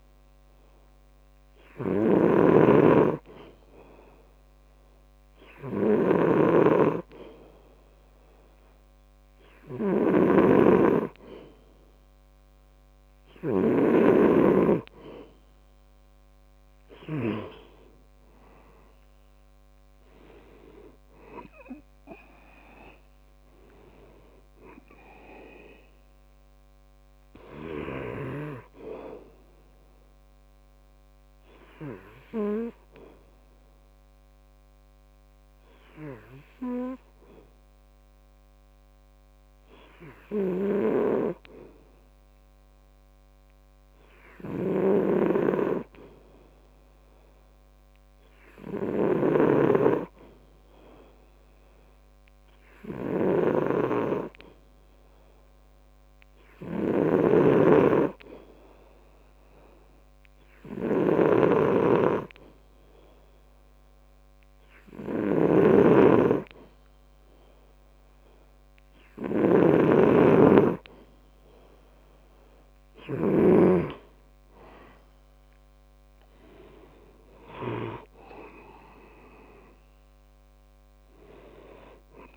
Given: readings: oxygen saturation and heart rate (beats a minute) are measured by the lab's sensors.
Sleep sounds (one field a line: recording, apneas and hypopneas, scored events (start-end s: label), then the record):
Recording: breathing in sleep by a microphone on the trachea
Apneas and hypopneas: 1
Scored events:
21.00-25.00 s: arousal
33.00-68.50 s: hypopnea (oxygen 95% before, 92% lowest, heart rate 72 before, 65 extreme, up 3 after)
58.00-79.00 s: oxygen desaturation (device-marked, oxygen 97% before, 92% lowest, heart rate 67 before, 66 extreme)
74.00-78.00 s: arousal
From the record:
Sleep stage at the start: N2 (light sleep)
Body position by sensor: on the back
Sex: male